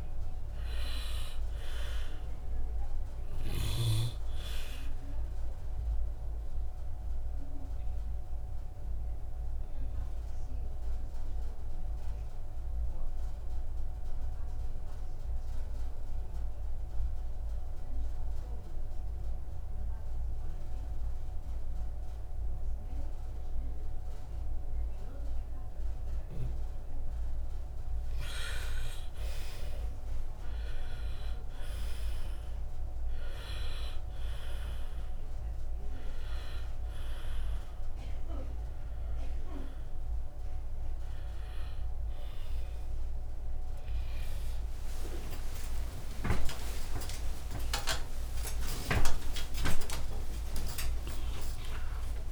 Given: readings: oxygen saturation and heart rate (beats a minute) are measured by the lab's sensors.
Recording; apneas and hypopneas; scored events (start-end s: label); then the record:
breathing in sleep by a room microphone; 1
0.00-1.50 s: arousal
1.50-23.50 s: oxygen desaturation (device-marked, oxygen 98% before, 84% lowest, heart rate 62 before, 57 extreme)
6.00-28.00 s: obstructive apnea (oxygen 98% before, 82% lowest, heart rate 62 before, 57 extreme, up 3 after)
25.50-52.32 s: oxygen desaturation (device-marked, oxygen 98% before, 82% lowest, heart rate 64 before, 58 extreme)
45.00-47.00 s: long interval between heartbeats (device-marked, heart rate 60 before, 82 extreme)
46.50-52.32 s: new sleep stage, awake
47.00-49.00 s: long interval between heartbeats (device-marked, heart rate 64 before, 124 extreme)
49.50-51.50 s: long interval between heartbeats (device-marked, heart rate 75 before, 165 extreme)
From the record:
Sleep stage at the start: N2 (light sleep); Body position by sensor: on the left side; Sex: male